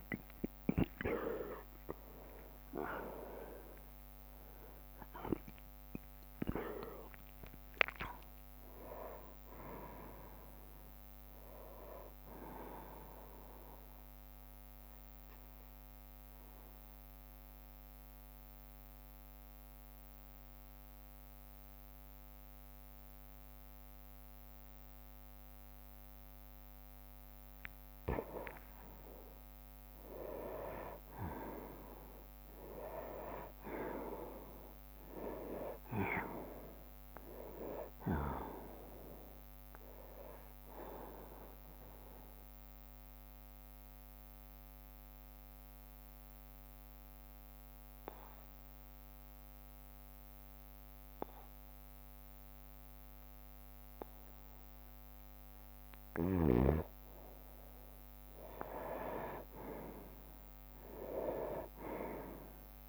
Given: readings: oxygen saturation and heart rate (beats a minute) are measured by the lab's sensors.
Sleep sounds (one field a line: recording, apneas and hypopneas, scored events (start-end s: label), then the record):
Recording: breathing in sleep by a microphone on the trachea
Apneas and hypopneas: 2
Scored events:
0.00-1.50 s: arousal
0.00-10.50 s: oxygen desaturation (device-marked, oxygen 91% lowest, heart rate 59 extreme)
0.00-12.50 s: drop in pulse transit time (device-marked, heart rate 71 extreme)
14.00-27.50 s: mixed apnea (oxygen 98% before, 91% lowest, heart rate 73 before, 59 extreme, up 7 after)
20.50-24.50 s: bradycardia (device-marked, heart rate 68 before, 59 extreme)
28.50-37.50 s: drop in pulse transit time (device-marked, heart rate 64 before, 59 extreme)
29.50-34.00 s: arousal
42.00-57.00 s: mixed apnea (oxygen 98% before, 91% lowest, heart rate 63 before, 60 extreme, up 9 after)
60.00-62.89 s: arousal
61.50-62.89 s: drop in pulse transit time (device-marked, heart rate 62 before, 66 extreme)
From the record:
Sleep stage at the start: N2 (light sleep)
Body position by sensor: on the right side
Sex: male